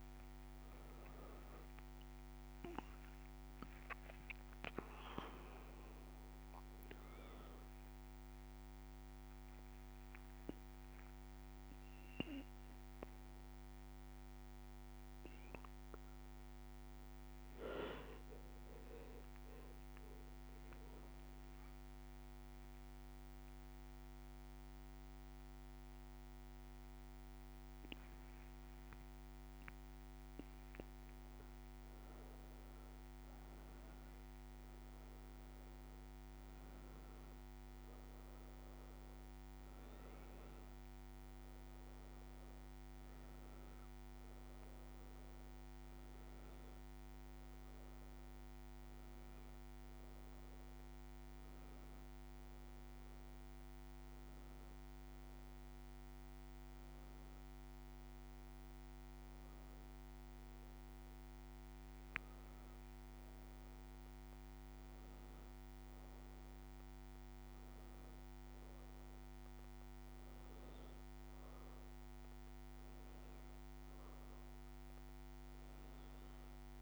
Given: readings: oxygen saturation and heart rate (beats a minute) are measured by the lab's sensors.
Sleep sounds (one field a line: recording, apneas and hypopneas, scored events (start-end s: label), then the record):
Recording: a person partly awake in a sleep study, hard to hear, by a microphone on the trachea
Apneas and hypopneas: 1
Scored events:
5.00-23.00 s: oxygen desaturation (device-marked, oxygen 91% before, 87% lowest, heart rate 68 before, 65 extreme)
24.00-76.82 s: new sleep stage, N1 (lightest sleep)
53.50-70.50 s: obstructive apnea (oxygen 93% before, 91% lowest, heart rate 75 before, 67 extreme, up 20 after)
73.50-76.82 s: arousal
From the record:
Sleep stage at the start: awake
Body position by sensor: on the back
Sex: female